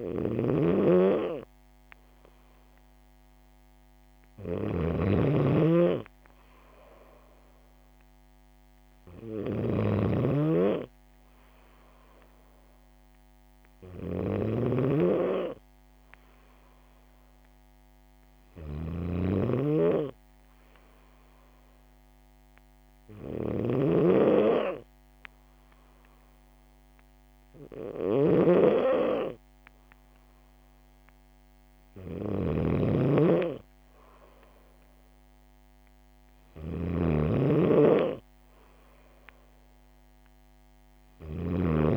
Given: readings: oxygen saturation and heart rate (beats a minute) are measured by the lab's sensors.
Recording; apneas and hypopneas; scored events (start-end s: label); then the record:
breathing in sleep by a microphone on the trachea; none
0.00-41.97 s: snoring (device-marked)
From the record:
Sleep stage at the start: N3 (deep sleep); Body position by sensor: on the back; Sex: female